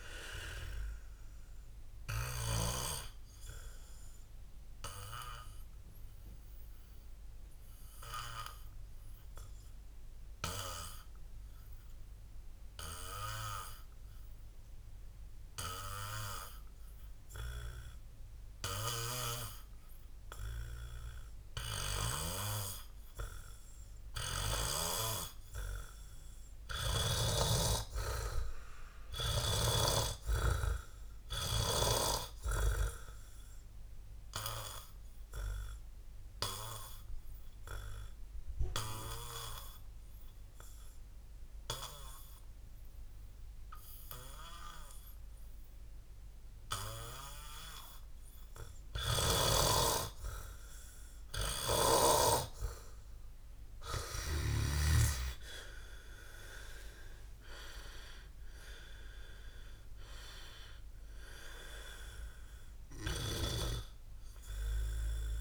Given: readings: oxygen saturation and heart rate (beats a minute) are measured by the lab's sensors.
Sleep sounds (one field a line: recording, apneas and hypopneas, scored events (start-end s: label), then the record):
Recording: breathing in sleep by a room microphone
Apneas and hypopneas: 1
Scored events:
2.00-51.50 s: obstructive apnea (oxygen 99% before, 88% lowest, heart rate 70 before, 57 extreme, up 22 after)
14.00-25.00 s: oxygen desaturation (device-marked, oxygen 96% before, 90% lowest, heart rate 70 before, 60 extreme)
31.00-53.00 s: oxygen desaturation (device-marked, oxygen 100% before, 88% lowest, heart rate 63 before, 57 extreme)
49.50-55.00 s: snoring (device-marked)
54.50-59.50 s: arousal
From the record:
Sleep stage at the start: N2 (light sleep)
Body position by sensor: on the back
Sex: male